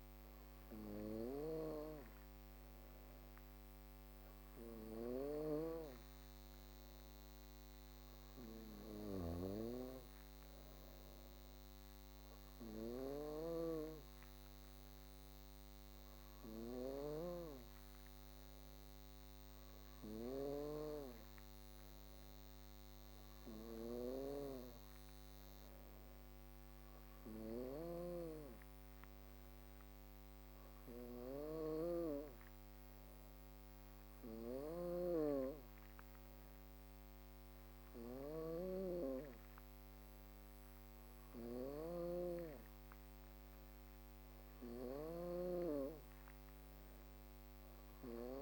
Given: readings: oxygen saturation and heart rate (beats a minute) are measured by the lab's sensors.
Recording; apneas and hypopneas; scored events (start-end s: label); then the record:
breathing in sleep by a microphone on the trachea; none
0.00-48.42 s: snoring (device-marked)
12.00-20.00 s: drop in pulse transit time (device-marked, heart rate 57 before, 55 extreme)
From the record:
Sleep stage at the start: N2 (light sleep); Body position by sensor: on the back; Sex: female